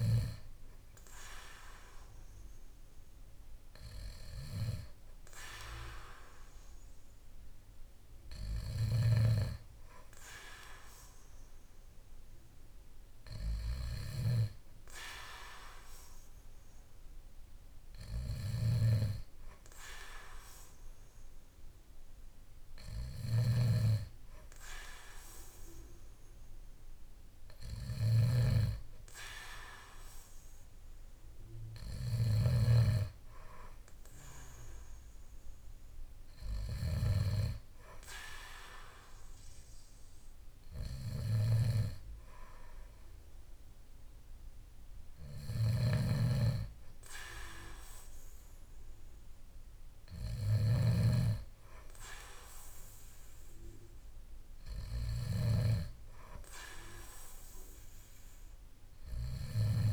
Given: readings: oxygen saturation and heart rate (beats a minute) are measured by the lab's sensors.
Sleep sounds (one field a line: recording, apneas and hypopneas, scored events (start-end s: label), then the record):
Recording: breathing in sleep by a room microphone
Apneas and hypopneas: none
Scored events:
8.50-59.93 s: snoring (device-marked)
From the record:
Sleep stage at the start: N2 (light sleep)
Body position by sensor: on the back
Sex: male